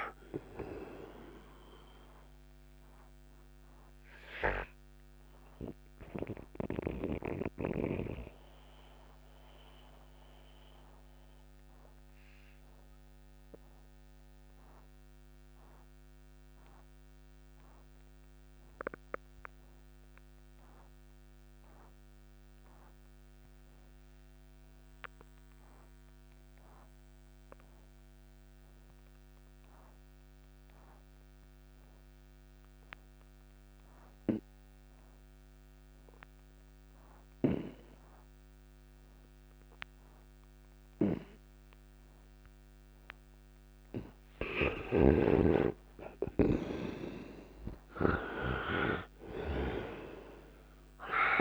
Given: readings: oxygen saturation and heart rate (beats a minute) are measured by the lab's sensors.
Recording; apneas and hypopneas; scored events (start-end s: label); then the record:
breathing in sleep by a microphone on the trachea; 1
0.00-23.50 s: oxygen desaturation (device-marked, oxygen 78% lowest, heart rate 57 extreme)
3.00-41.50 s: obstructive apnea (oxygen 96% before, 78% lowest, heart rate 77 before, 57 extreme, up 19 after)
32.50-51.41 s: oxygen desaturation (device-marked, oxygen 99% before, 80% lowest, heart rate 60 before, 56 extreme)
44.50-48.50 s: arousal
44.50-51.41 s: snoring (device-marked)
From the record:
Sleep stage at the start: N2 (light sleep); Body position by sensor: on the right side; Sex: male